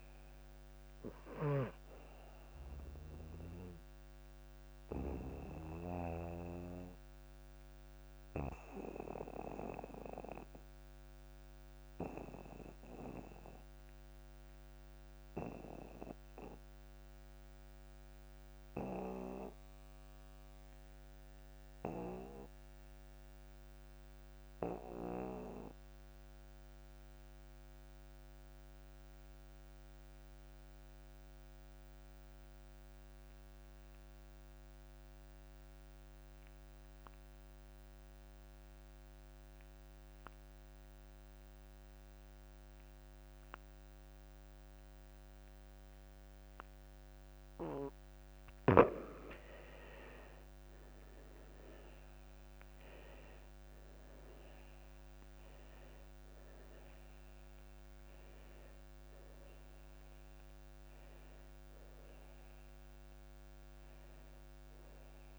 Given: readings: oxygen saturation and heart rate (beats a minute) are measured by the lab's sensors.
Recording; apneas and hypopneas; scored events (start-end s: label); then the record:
breathing in sleep by a microphone on the trachea; 1
0.00-21.50 s: oxygen desaturation (device-marked, oxygen 83% lowest)
5.50-48.00 s: obstructive apnea (oxygen 99% before, 74% lowest)
29.50-65.39 s: oxygen desaturation (device-marked, oxygen 98% before, 78% lowest)
51.00-55.50 s: arousal
From the record:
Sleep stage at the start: N2 (light sleep); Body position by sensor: on the back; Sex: male